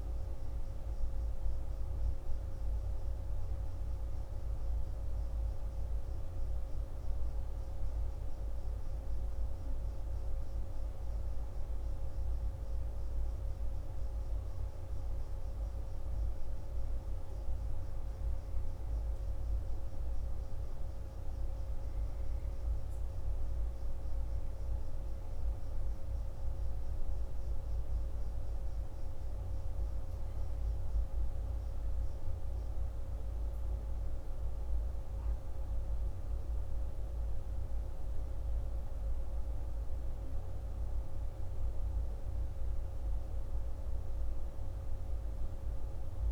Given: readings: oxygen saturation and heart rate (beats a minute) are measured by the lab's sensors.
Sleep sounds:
a person awake in a sleep study, hard to hear, by a room microphone; none
26.50-46.32 s: new sleep stage, N1 (lightest sleep)
From the record:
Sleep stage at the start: awake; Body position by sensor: on the back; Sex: male

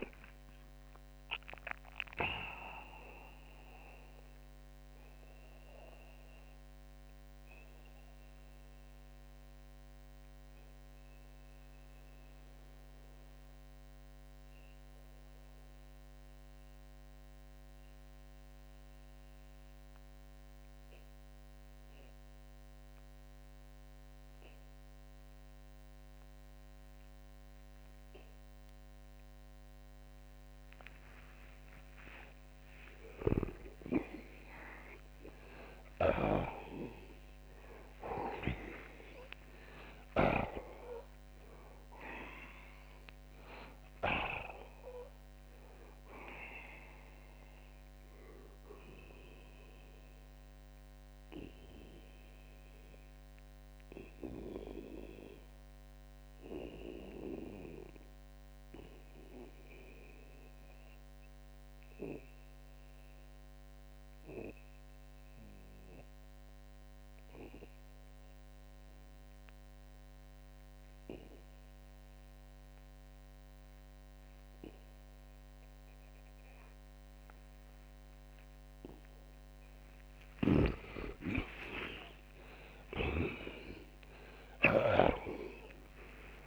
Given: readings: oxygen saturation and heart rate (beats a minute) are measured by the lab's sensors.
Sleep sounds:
breathing in sleep by a microphone on the trachea; 2
1.50-30.50 s: oxygen desaturation (device-marked, oxygen 92% before, 81% lowest, heart rate 123 before, 47 extreme)
4.50-31.00 s: obstructive apnea (oxygen 94% before, 80% lowest, heart rate 123 before, 47 extreme)
32.50-44.00 s: snoring (device-marked)
34.00-38.50 s: arousal
44.50-75.50 s: oxygen desaturation (device-marked, oxygen 93% before, 80% lowest, heart rate 97 before, 61 extreme)
47.00-78.00 s: obstructive apnea (oxygen 93% before, 78% lowest, heart rate 99 before, 61 extreme)
80.50-86.00 s: arousal
82.50-86.47 s: snoring (device-marked)
From the record:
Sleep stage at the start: N2 (light sleep); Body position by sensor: on the back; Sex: male

